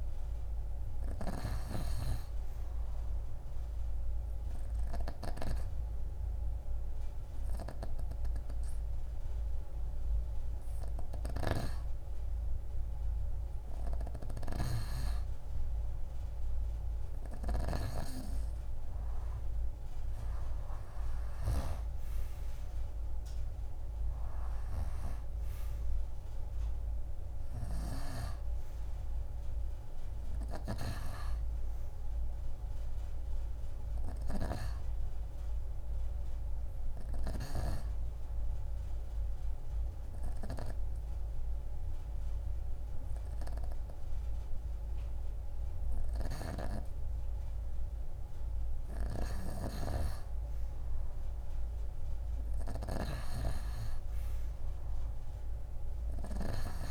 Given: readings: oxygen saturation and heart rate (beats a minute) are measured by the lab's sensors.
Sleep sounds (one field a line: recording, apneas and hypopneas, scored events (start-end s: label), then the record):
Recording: breathing in sleep by a room microphone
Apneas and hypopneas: 2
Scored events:
0.00-1.50 s: snoring (device-marked)
4.00-15.50 s: hypopnea (oxygen 94% before, 87% lowest)
17.50-21.00 s: arousal
21.00-48.00 s: oxygen desaturation (device-marked, oxygen 93% before, 87% lowest)
36.50-47.50 s: obstructive apnea (oxygen 93% before, 87% lowest)
50.00-53.50 s: arousal
From the record:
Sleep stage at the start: N2 (light sleep)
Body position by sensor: on the right side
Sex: female